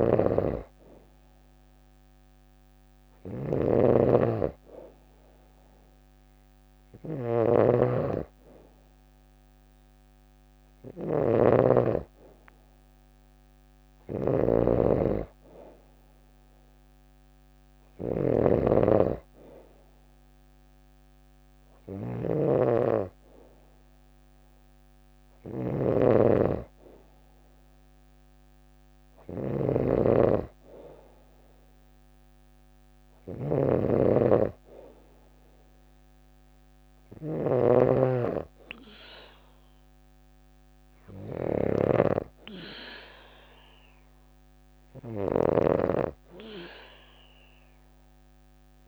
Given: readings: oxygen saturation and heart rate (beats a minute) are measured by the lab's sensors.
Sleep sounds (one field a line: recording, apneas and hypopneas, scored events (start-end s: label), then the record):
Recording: breathing in sleep by a microphone on the trachea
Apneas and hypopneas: none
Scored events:
0.00-48.88 s: snoring (device-marked)
From the record:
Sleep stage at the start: N2 (light sleep)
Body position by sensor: on the back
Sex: female